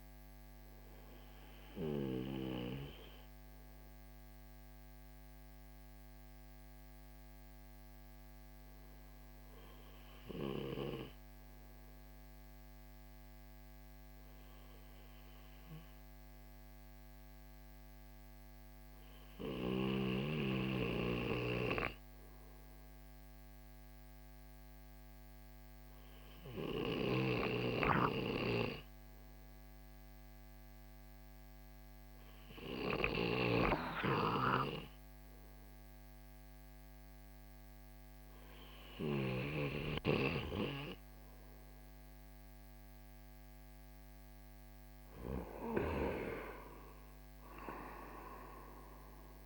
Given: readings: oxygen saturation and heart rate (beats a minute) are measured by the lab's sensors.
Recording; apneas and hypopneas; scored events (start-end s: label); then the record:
breathing in sleep by a microphone on the trachea; none
26.00-38.50 s: snoring (device-marked)
48.00-49.46 s: arousal
From the record:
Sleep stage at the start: REM sleep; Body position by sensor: on the right side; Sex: male